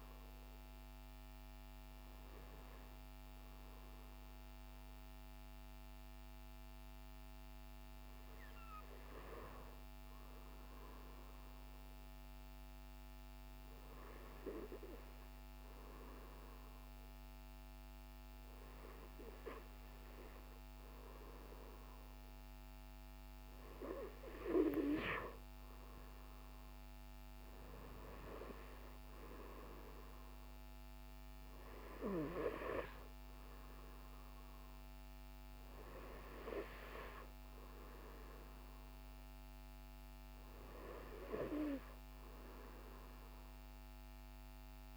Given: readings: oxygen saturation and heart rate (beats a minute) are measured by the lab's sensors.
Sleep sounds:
breathing in sleep by a microphone on the trachea; 1
11.00-23.50 s: hypopnea (oxygen 97% before, 94% lowest, heart rate 59 before, 52 extreme, up 15 after)
25.50-29.50 s: arousal
From the record:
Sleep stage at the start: N2 (light sleep); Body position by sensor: on the right side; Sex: male

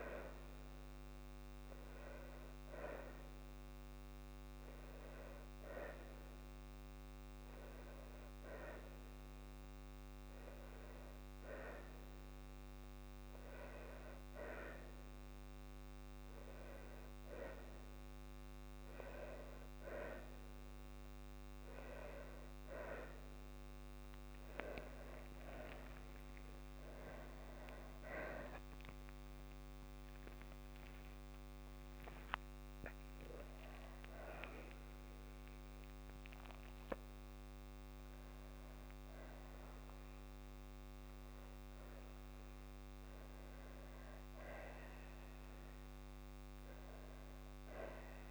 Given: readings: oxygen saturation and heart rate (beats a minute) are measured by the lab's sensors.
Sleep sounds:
a person awake in a sleep study, by a microphone on the trachea; 1
7.00-20.50 s: obstructive apnea (oxygen 97% before, 96% lowest, heart rate 58 before, 57 extreme, up 14 after)
16.00-46.00 s: new sleep stage, awake
18.50-20.50 s: long interval between heartbeats (device-marked, heart rate 58 before, 68 extreme)
24.50-26.50 s: long interval between heartbeats (device-marked, heart rate 61 before, 67 extreme)
46.00-48.31 s: new sleep stage, N2 (light sleep)
From the record:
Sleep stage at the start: N2 (light sleep); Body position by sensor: on the back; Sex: female

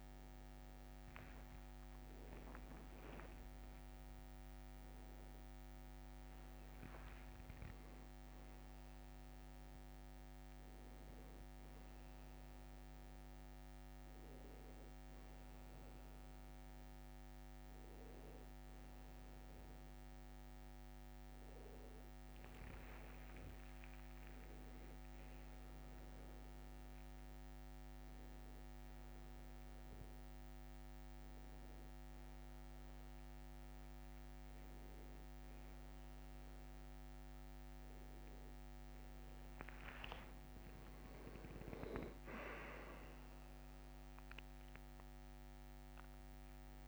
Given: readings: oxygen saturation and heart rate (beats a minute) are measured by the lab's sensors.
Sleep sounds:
a person awake in a sleep study, hard to hear, by a microphone on the trachea; none
3.00-5.00 s: long interval between heartbeats (device-marked, heart rate 64 before, 70 extreme)
25.50-28.50 s: tachycardia (device-marked, heart rate 72 before, 100 extreme)
27.00-29.00 s: long interval between heartbeats (device-marked, heart rate 65 before, 88 extreme)
32.50-34.50 s: long interval between heartbeats (device-marked, heart rate 75 before, 84 extreme)
37.00-39.00 s: long interval between heartbeats (device-marked, heart rate 79 before, 91 extreme)
From the record:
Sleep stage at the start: awake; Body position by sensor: on the back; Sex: male

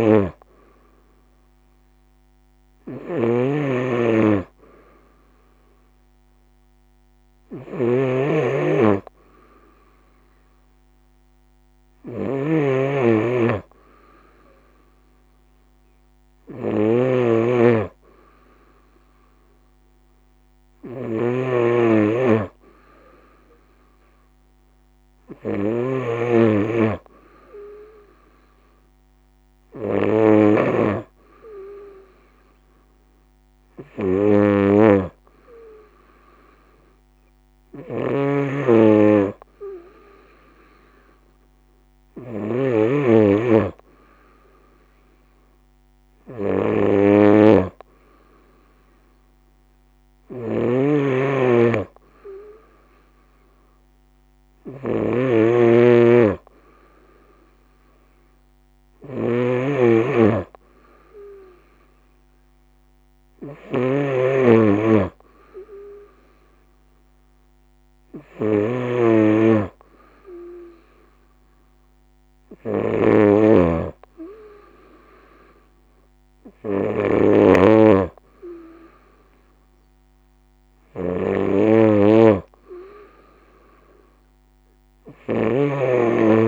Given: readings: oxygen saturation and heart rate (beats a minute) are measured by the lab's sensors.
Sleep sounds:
breathing in sleep by a microphone on the trachea; none
0.00-86.47 s: snoring (device-marked)
From the record:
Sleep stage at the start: N2 (light sleep); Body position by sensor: on the right side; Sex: female

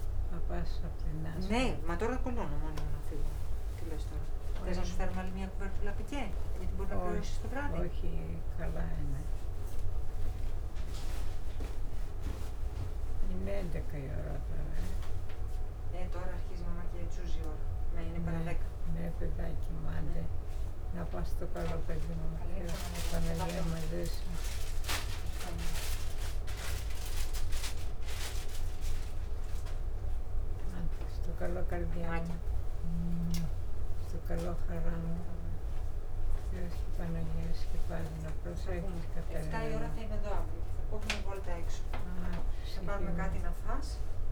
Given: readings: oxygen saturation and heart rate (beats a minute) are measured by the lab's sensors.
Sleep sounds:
a person awake in a sleep study, by a room microphone; none
0.50-5.00 s: snoring (device-marked)
7.00-21.50 s: snoring (device-marked)
30.50-35.00 s: snoring (device-marked)
37.00-42.50 s: snoring (device-marked)
From the record:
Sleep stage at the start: awake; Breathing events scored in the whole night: 105 in 6.2 hours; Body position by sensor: on the back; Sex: female

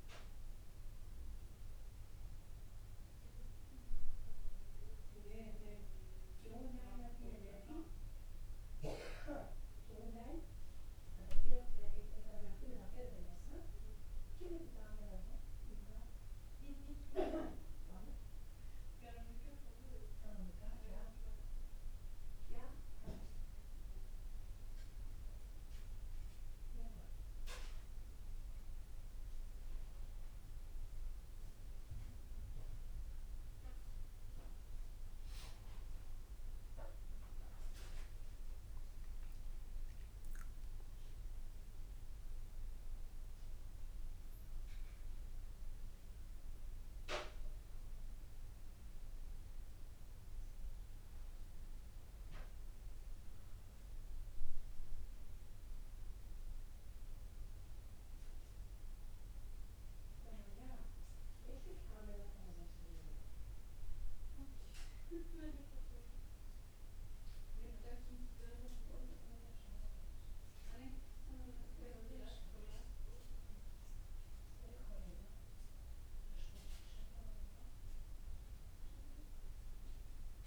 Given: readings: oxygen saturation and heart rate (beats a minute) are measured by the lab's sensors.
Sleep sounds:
a person awake in a sleep study, by a room microphone; none
none scored
From the record:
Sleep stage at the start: awake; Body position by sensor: on the back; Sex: male

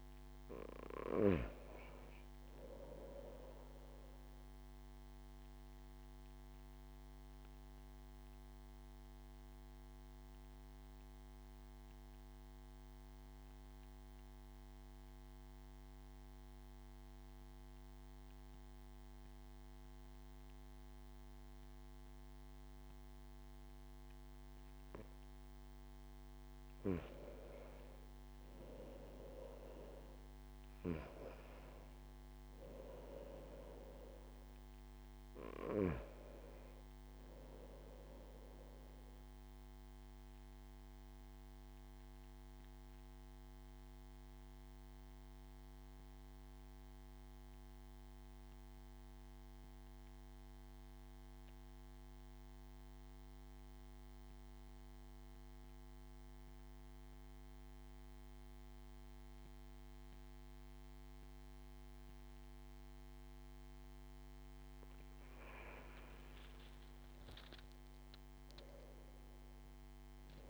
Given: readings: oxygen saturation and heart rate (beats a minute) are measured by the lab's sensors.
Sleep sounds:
breathing in sleep by a microphone on the trachea; 2
0.00-20.00 s: oxygen desaturation (device-marked, oxygen 92% lowest)
6.50-25.00 s: obstructive apnea (oxygen 96% before, 91% lowest)
26.00-29.50 s: arousal
35.00-50.00 s: oxygen desaturation (device-marked, oxygen 96% before, 92% lowest)
40.00-64.00 s: obstructive apnea (oxygen 97% before, 90% lowest)
66.00-70.49 s: arousal
66.00-70.49 s: oxygen desaturation (device-marked, oxygen 97% before, 91% lowest)
From the record:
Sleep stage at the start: N2 (light sleep); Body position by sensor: on the back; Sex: male

